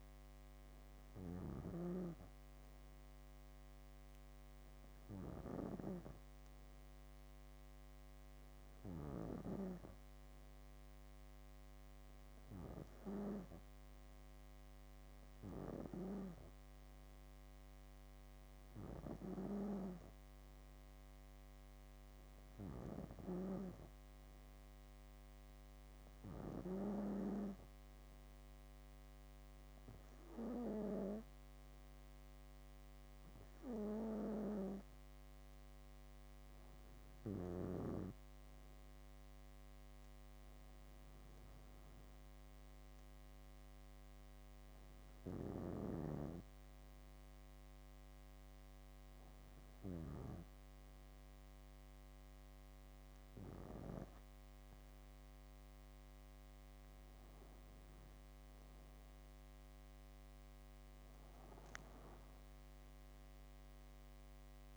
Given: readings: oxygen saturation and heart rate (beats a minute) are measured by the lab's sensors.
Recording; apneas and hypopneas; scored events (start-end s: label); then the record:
breathing in sleep by a microphone on the trachea; none
0.00-1.50 s: snoring (device-marked)
From the record:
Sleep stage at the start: N2 (light sleep); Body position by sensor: on the back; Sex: female